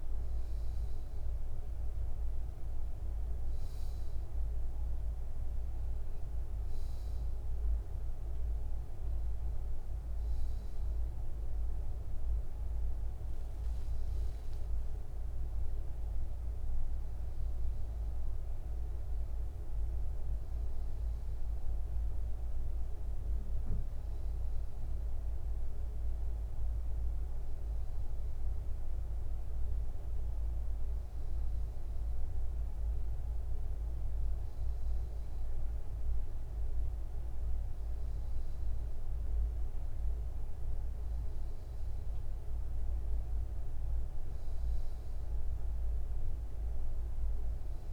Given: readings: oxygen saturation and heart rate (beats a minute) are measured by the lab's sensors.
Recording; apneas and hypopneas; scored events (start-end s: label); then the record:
breathing in sleep, hard to hear, by a room microphone; none
15.00-19.00 s: arousal
34.50-47.93 s: new sleep stage, N1 (lightest sleep)
From the record:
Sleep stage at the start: N2 (light sleep); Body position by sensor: upright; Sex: male